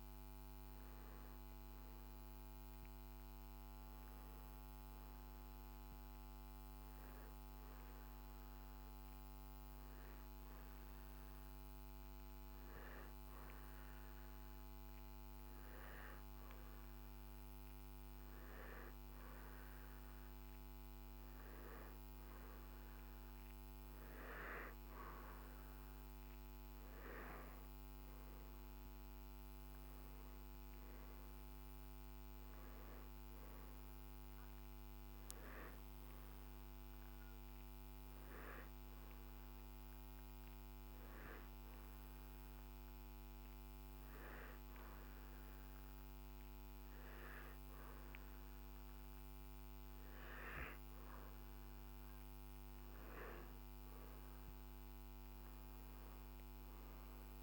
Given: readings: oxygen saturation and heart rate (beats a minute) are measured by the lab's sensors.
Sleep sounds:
breathing in sleep, hard to hear, by a microphone on the trachea; 2
5.50-18.00 s: hypopnea (oxygen 95% before, 90% lowest, heart rate 64 before, 58 extreme, up 9 after)
22.00-26.00 s: arousal
39.50-51.00 s: hypopnea (oxygen 96% before, 90% lowest, heart rate 64 before, 54 extreme, up 13 after)
53.50-57.43 s: arousal
From the record:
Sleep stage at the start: N2 (light sleep); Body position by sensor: on the back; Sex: male

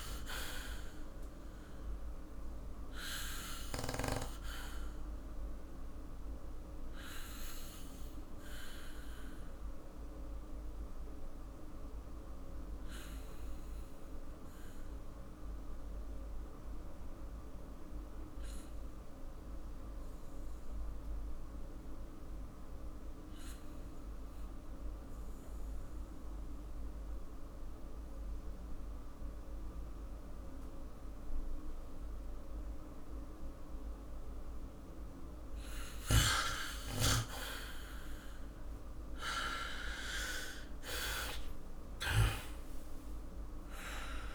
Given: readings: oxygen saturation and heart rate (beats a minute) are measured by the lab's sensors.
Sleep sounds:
breathing in sleep by a room microphone; 1
0.00-2.00 s: oxygen desaturation (device-marked, oxygen 95% lowest, heart rate 47 extreme)
3.00-33.50 s: obstructive apnea (oxygen 98% before, 93% lowest, heart rate 52 before, 47 extreme, up 5 after)
26.00-38.00 s: oxygen desaturation (device-marked, oxygen 99% before, 95% lowest, heart rate 50 before, 47 extreme)
39.00-41.00 s: long interval between heartbeats (device-marked, heart rate 50 before, 55 extreme)
41.00-44.35 s: arousal
From the record:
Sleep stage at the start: N2 (light sleep); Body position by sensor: on the back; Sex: male

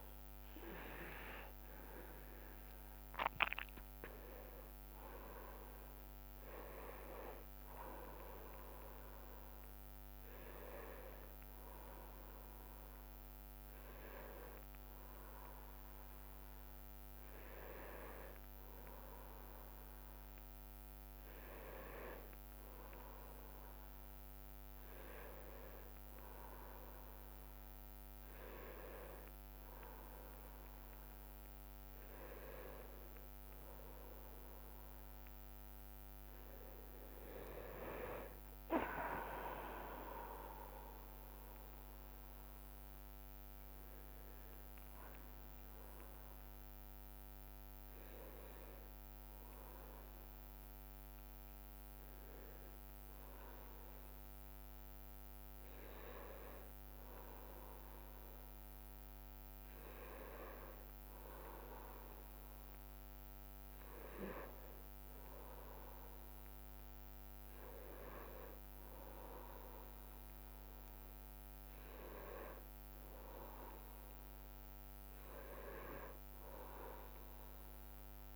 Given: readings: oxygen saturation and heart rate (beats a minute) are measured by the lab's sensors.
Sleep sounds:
a person awake in a sleep study, by a microphone on the trachea; none
40.50-50.50 s: drop in pulse transit time (device-marked, heart rate 74 before, 73 extreme)
From the record:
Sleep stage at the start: awake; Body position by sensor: on the right side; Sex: male

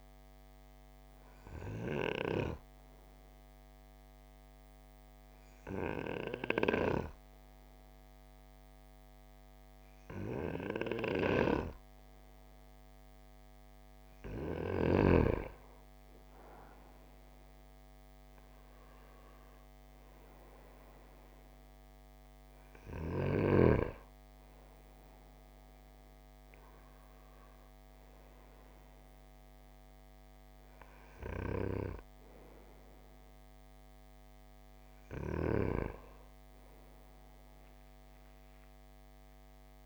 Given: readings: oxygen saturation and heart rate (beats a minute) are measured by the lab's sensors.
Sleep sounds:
breathing in sleep by a microphone on the trachea; 1
0.00-14.00 s: oxygen desaturation (device-marked, oxygen 87% lowest)
1.50-13.50 s: obstructive apnea (oxygen 94% before, 87% lowest)
15.50-20.00 s: arousal
29.00-39.86 s: oxygen desaturation (device-marked, oxygen 96% before, 91% lowest)
From the record:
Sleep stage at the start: N2 (light sleep); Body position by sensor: on the right side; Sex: male

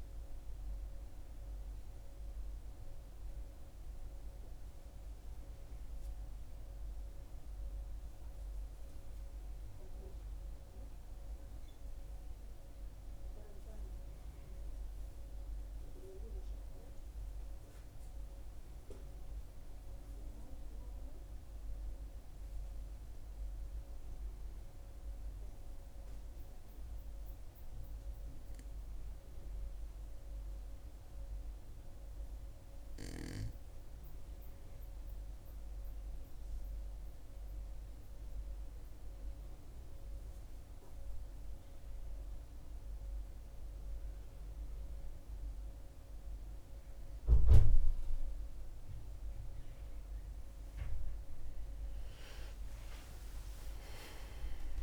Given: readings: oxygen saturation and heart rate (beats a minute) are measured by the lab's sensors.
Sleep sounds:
breathing in sleep, hard to hear, by a room microphone; 1
21.00-33.50 s: hypopnea (oxygen 97% before, 92% lowest, heart rate 64 before, 60 extreme, up 5 after)
35.00-39.00 s: arousal
52.00-54.83 s: new sleep stage, N1 (lightest sleep)
From the record:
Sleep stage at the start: N2 (light sleep); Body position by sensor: on the back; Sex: female

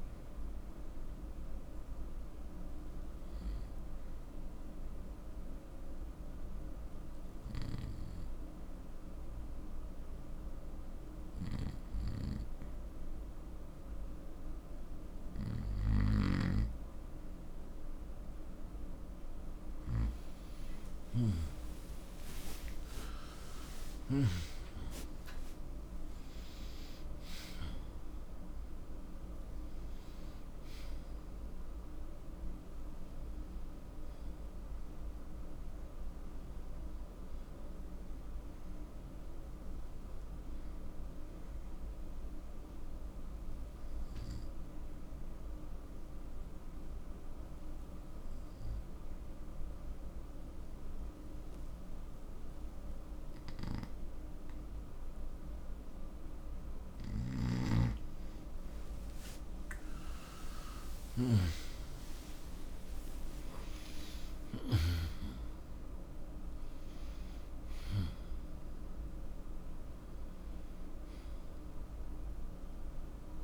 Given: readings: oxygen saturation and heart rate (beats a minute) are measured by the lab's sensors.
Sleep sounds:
breathing in sleep by a room microphone; 2
0.00-9.50 s: oxygen desaturation (device-marked, oxygen 92% lowest, heart rate 62 extreme)
2.50-18.00 s: obstructive apnea (oxygen 98% before, 91% lowest, heart rate 62 before, 62 extreme, up 9 after)
20.50-25.50 s: arousal
36.50-42.50 s: oxygen desaturation (device-marked, oxygen 94% before, 91% lowest, heart rate 67 before, 62 extreme)
40.00-56.00 s: obstructive apnea (oxygen 95% before, 91% lowest, heart rate 67 before, 61 extreme, up 17 after)
60.00-65.50 s: arousal
62.50-73.44 s: oxygen desaturation (device-marked, oxygen 96% before, 91% lowest, heart rate 64 before, 61 extreme)
From the record:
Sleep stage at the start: N2 (light sleep); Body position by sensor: on the right side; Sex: male

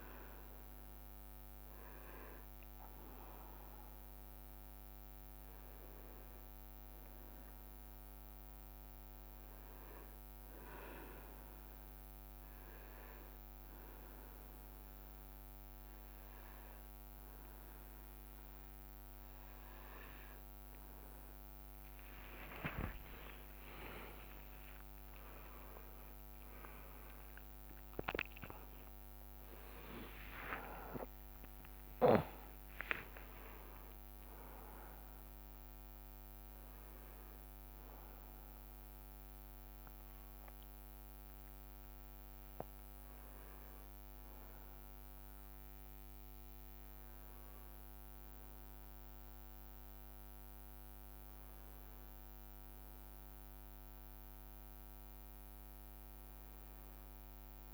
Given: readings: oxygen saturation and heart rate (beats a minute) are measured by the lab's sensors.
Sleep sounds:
breathing in sleep by a microphone on the trachea; 1
11.00-21.50 s: hypopnea (oxygen 98% before, 95% lowest, heart rate 66 before, 69 extreme, up 9 after)
23.00-30.50 s: arousal
29.50-35.00 s: leg movement (device-marked)
32.50-39.50 s: oxygen desaturation (device-marked, oxygen 98% before, 95% lowest, heart rate 76 before, 64 extreme)
37.00-42.50 s: leg movement (device-marked)
54.00-57.00 s: arousal
From the record:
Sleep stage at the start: N1 (lightest sleep); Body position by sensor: on the back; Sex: male

